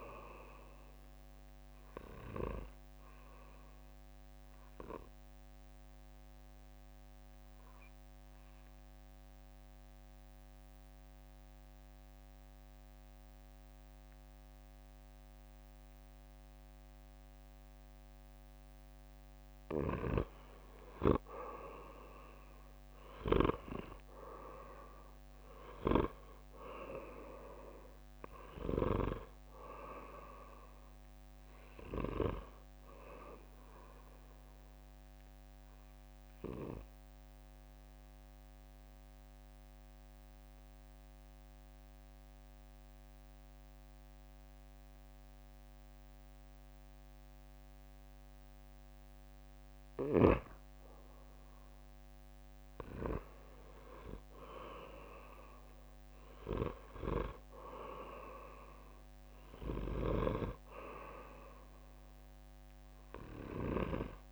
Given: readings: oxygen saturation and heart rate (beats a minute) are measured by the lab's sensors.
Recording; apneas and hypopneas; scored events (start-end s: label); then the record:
breathing in sleep by a microphone on the trachea; 2
0.00-12.50 s: oxygen desaturation (device-marked, oxygen 92% lowest, heart rate 58 extreme)
3.50-19.50 s: obstructive apnea (oxygen 97% before, 90% lowest, heart rate 65 before, 58 extreme, up 10 after)
23.50-42.50 s: oxygen desaturation (device-marked, oxygen 97% before, 90% lowest, heart rate 62 before, 58 extreme)
25.00-28.50 s: arousal
34.50-49.00 s: obstructive apnea (oxygen 97% before, 89% lowest, heart rate 66 before, 58 extreme, up 11 after)
54.50-64.32 s: oxygen desaturation (device-marked, oxygen 97% before, 92% lowest, heart rate 60 before, 58 extreme)
55.00-59.00 s: arousal
From the record:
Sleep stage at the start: N2 (light sleep); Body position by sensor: on the back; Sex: male